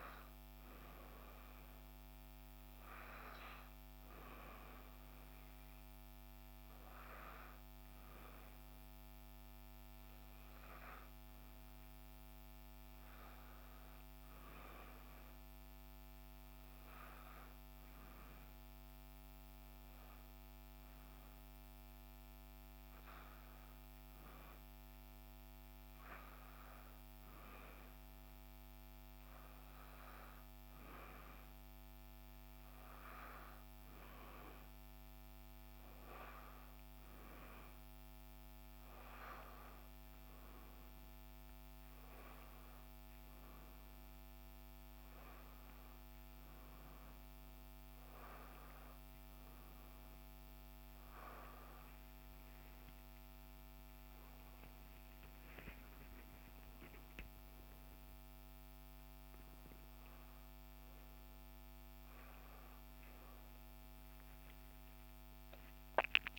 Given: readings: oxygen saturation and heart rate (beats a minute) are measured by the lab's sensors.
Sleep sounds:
breathing in sleep by a microphone on the trachea; none
0.00-3.50 s: oxygen desaturation (device-marked, oxygen 92% lowest, heart rate 59 extreme)
52.50-66.39 s: new sleep stage, awake
From the record:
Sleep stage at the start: N2 (light sleep); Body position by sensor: on the back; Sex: female

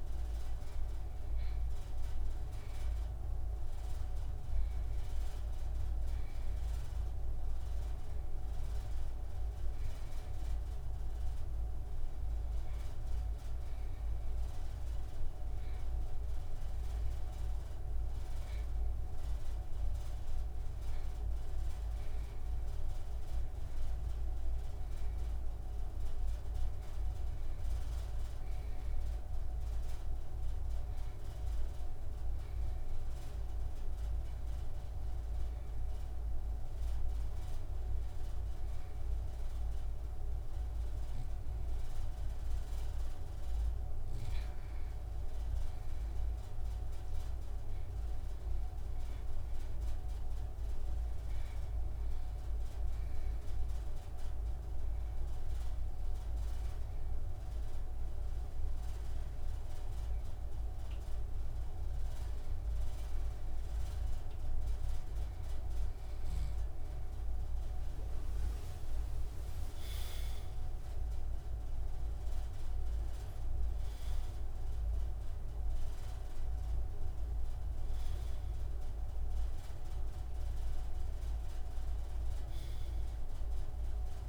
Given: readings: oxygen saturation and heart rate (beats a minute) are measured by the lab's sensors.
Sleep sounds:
breathing in sleep, hard to hear, by a room microphone; 2
0.00-1.00 s: oxygen desaturation (device-marked, oxygen 90% lowest)
21.00-25.50 s: arousal
30.00-42.50 s: hypopnea (oxygen 95% before, 93% lowest)
45.00-50.50 s: arousal
53.50-65.50 s: hypopnea (oxygen 96% before, 93% lowest)
68.00-72.00 s: arousal
From the record:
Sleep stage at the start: N2 (light sleep); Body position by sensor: on the right side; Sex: male

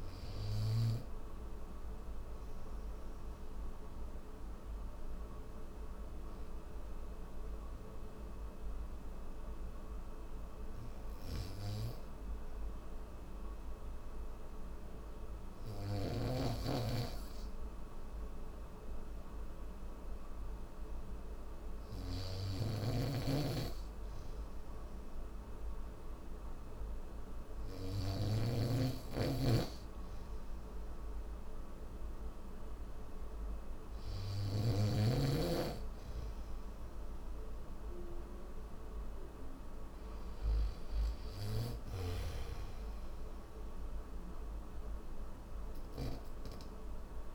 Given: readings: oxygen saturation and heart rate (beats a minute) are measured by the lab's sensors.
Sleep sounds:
breathing in sleep by a room microphone; none
22.00-28.00 s: snoring (device-marked)
25.50-47.34 s: oxygen desaturation (device-marked, oxygen 95% before, 88% lowest, heart rate 69 before, 64 extreme)
34.00-40.50 s: snoring (device-marked)
From the record:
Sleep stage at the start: N3 (deep sleep); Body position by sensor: on the back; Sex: male

